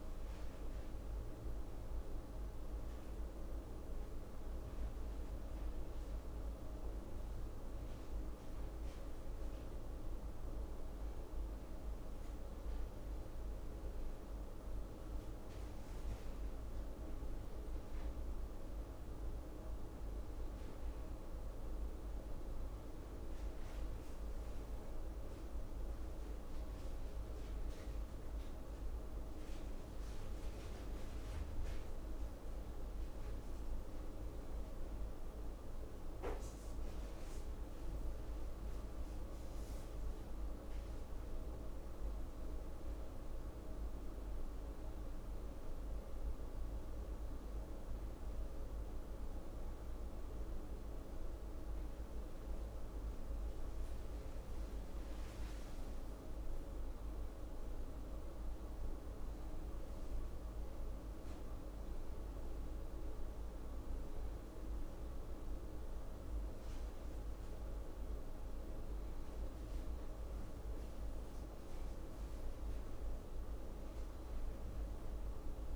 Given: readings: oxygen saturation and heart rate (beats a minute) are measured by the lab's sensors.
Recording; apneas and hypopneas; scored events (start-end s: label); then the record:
breathing in sleep, hard to hear, by a room microphone; none
none scored
From the record:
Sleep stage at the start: N1 (lightest sleep); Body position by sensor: on the back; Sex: female